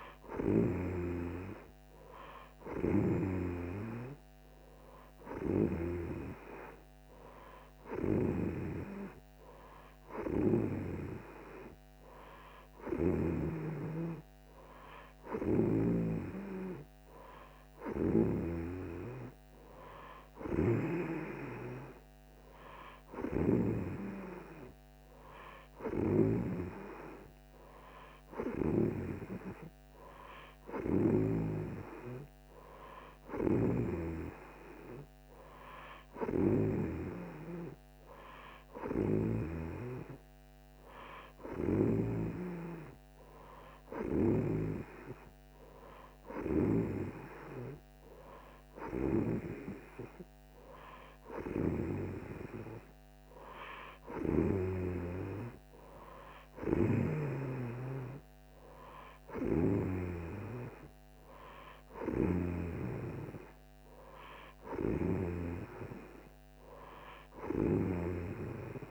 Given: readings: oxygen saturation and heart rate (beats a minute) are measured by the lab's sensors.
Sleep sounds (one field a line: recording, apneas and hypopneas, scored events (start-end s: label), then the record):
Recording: breathing in sleep by a microphone on the trachea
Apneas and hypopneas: none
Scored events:
15.00-23.50 s: snoring (device-marked)
33.00-39.00 s: snoring (device-marked)
From the record:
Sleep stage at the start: N2 (light sleep)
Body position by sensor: on the right side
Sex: female